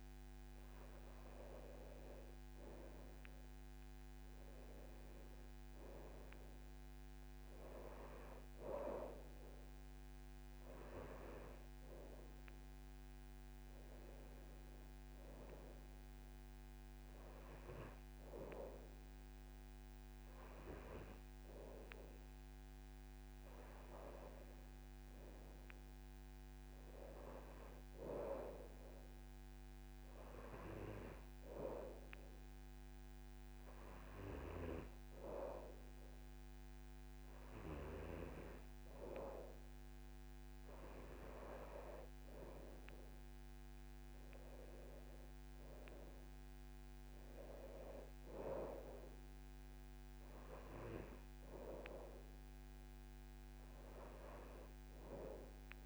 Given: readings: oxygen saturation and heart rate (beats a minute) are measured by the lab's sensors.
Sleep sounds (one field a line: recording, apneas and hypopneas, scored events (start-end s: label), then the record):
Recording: breathing in sleep by a microphone on the trachea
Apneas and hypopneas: none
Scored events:
none scored
From the record:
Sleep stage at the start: N2 (light sleep)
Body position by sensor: on the back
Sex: male